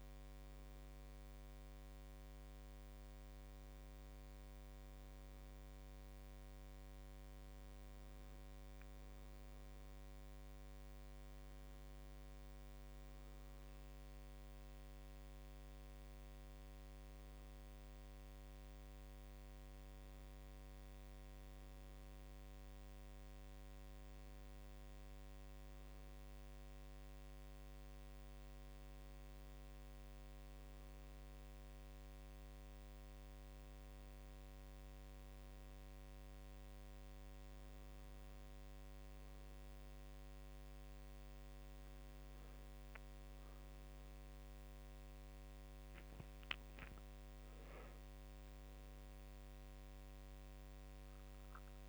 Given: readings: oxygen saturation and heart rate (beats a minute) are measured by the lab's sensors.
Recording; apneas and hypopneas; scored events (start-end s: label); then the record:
a person awake in a sleep study, hard to hear, by a microphone on the trachea; none
none scored
From the record:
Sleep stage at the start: awake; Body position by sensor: on the right side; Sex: male